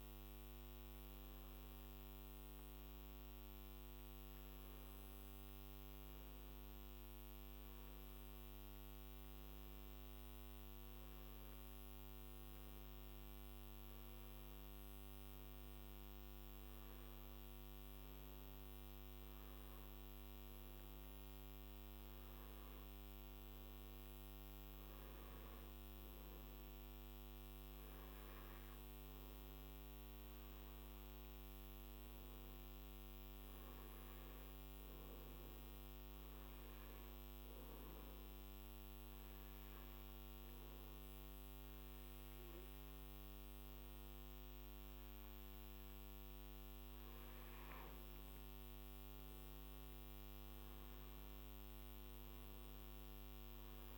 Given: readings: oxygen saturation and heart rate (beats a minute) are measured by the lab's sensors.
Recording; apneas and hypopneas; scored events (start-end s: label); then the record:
a person partly awake in a sleep study, hard to hear, by a microphone on the trachea; 1
9.00-53.98 s: new sleep stage, N2 (light sleep)
37.50-48.00 s: obstructive apnea (oxygen 98% before, 93% lowest, heart rate 63 before, 52 extreme, up 13 after)
50.00-53.98 s: arousal
From the record:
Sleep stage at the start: awake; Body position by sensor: on the back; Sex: male